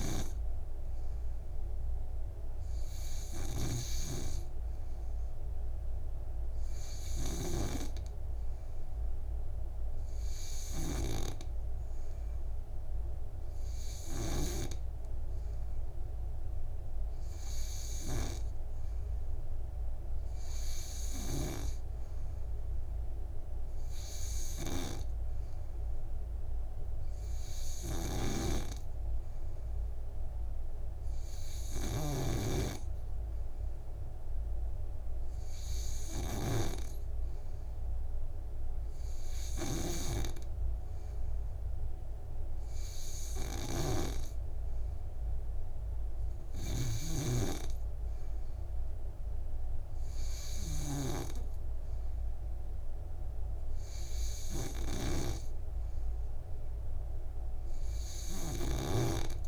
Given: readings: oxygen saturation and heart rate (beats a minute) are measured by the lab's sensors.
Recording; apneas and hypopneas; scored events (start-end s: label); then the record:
breathing in sleep by a room microphone; none
4.00-8.00 s: snoring (device-marked)
28.50-59.00 s: snoring (device-marked)
From the record:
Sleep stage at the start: N2 (light sleep); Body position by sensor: on the back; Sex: male